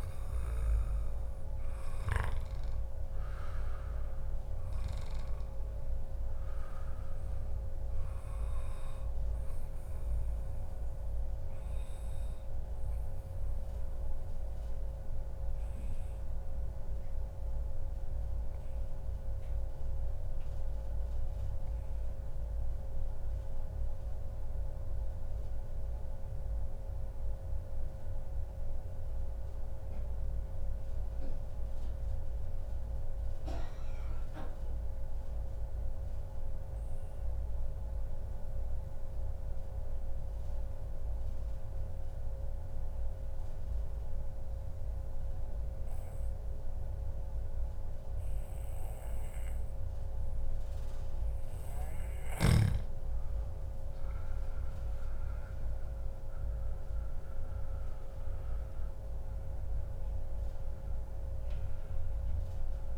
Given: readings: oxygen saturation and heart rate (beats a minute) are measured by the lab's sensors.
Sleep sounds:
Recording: breathing in sleep, hard to hear, by a room microphone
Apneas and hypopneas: 1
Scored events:
0.00-7.50 s: oxygen desaturation (device-marked, oxygen 94% lowest, heart rate 122 extreme)
14.50-51.00 s: obstructive apnea (oxygen 97% before, 92% lowest, heart rate 136 before, 119 extreme, up 1 after)
53.50-58.00 s: arousal
57.00-59.00 s: long interval between heartbeats (device-marked, heart rate 142 before, 123 extreme)
60.50-62.97 s: oxygen desaturation (device-marked, oxygen 96% before, 92% lowest, heart rate 139 before, 91 extreme)
From the record:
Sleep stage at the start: N2 (light sleep)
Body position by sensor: on the back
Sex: male

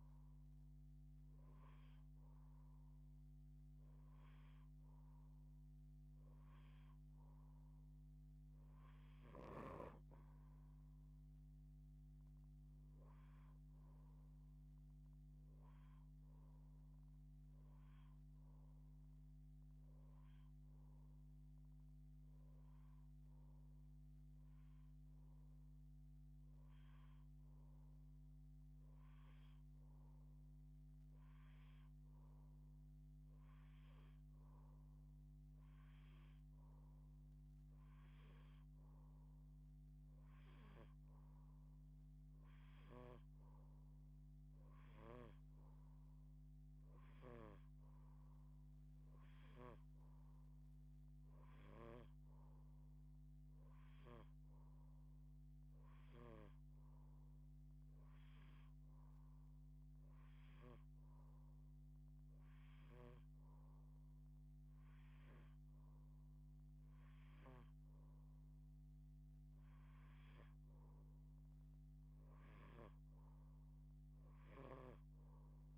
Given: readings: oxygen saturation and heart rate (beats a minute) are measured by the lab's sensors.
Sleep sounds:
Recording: breathing in sleep by a microphone on the trachea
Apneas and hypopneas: none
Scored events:
none scored
From the record:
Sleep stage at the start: N2 (light sleep)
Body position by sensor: on the left side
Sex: female

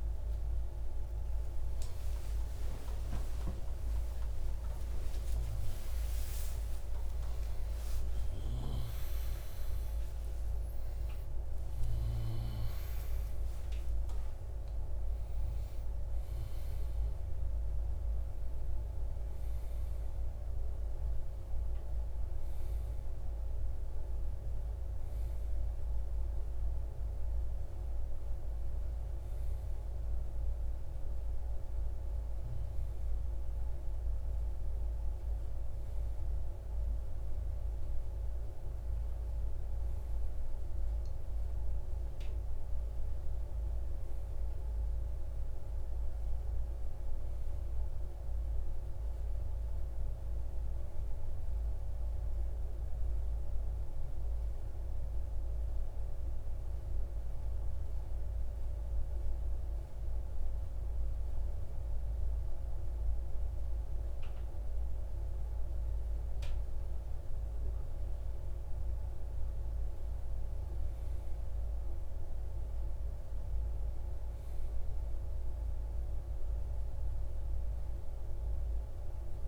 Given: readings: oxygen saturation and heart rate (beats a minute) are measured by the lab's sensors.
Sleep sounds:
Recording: a person partly awake in a sleep study, hard to hear, by a room microphone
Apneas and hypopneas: none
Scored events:
31.00-79.48 s: new sleep stage, N1 (lightest sleep)
From the record:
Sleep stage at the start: awake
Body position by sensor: on the right side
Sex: male

